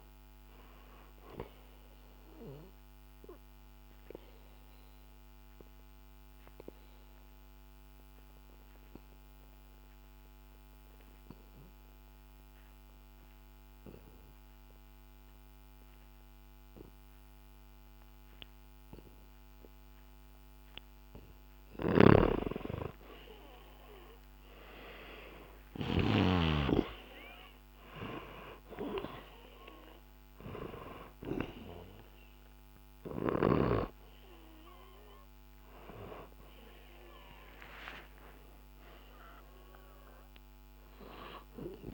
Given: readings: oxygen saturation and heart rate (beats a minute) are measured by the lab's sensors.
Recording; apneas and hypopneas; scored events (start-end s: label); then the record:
breathing in sleep by a microphone on the trachea; 1
1.50-21.00 s: obstructive apnea (oxygen 97% before, 90% lowest, heart rate 64 before, 63 extreme, up 9 after)
2.00-15.00 s: oxygen desaturation (device-marked, oxygen 97% before, 91% lowest, heart rate 64 before, 63 extreme)
21.50-26.00 s: snoring (device-marked)
23.00-26.50 s: arousal
27.00-41.93 s: oxygen desaturation (device-marked, oxygen 98% before, 90% lowest, heart rate 66 before, 64 extreme)
From the record:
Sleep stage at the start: N2 (light sleep); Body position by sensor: on the back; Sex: male